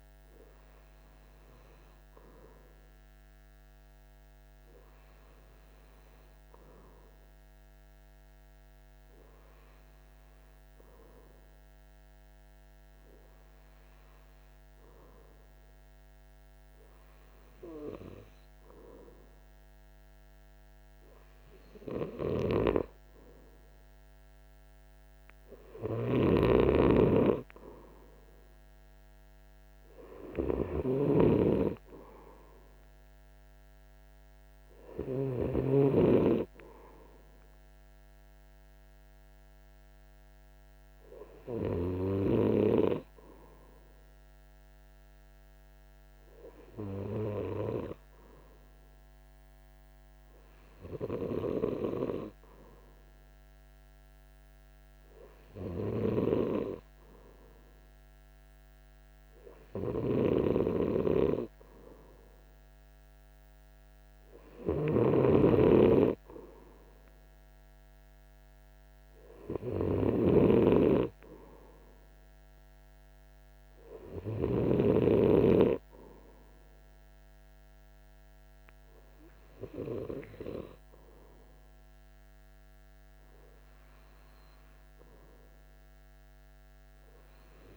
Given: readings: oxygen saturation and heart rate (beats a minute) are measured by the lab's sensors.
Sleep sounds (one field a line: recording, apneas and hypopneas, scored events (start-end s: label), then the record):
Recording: breathing in sleep by a microphone on the trachea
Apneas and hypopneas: 1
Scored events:
8.00-22.00 s: hypopnea (oxygen 97% before, 95% lowest, heart rate 53 before, 52 extreme, up 3 after)
24.00-28.50 s: arousal
From the record:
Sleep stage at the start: N2 (light sleep)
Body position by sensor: on the right side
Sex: male